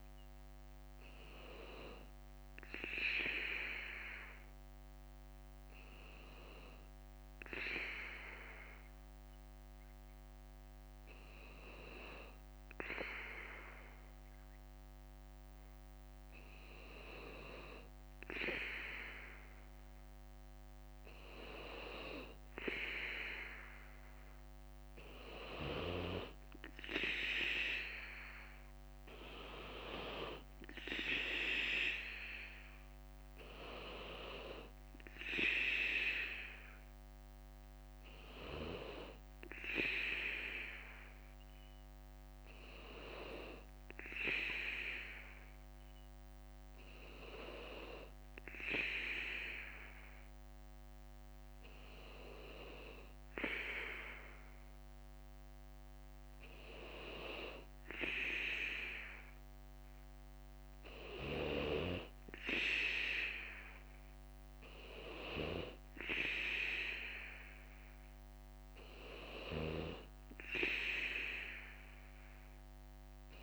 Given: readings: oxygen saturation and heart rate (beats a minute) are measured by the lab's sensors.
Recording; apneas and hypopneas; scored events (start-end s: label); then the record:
breathing in sleep by a microphone on the trachea; 2
0.00-1.50 s: oxygen desaturation (device-marked, oxygen 92% lowest, heart rate 53 extreme)
0.00-27.50 s: bradycardia (device-marked, heart rate 53 extreme)
4.00-21.50 s: hypopnea (oxygen 97% before, 91% lowest, heart rate 59 before, 55 extreme, up 2 after)
25.50-29.50 s: arousal
26.50-47.50 s: oxygen desaturation (device-marked, oxygen 96% before, 91% lowest, heart rate 57 before, 56 extreme)
33.50-49.50 s: bradycardia (device-marked, heart rate 61 before, 56 extreme)
44.00-55.50 s: hypopnea (oxygen 96% before, 92% lowest, heart rate 58 before, 57 extreme, up 5 after)
56.00-59.50 s: arousal
58.50-73.43 s: bradycardia (device-marked, heart rate 61 before, 58 extreme)
From the record:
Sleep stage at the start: N2 (light sleep); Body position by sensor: on the right side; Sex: male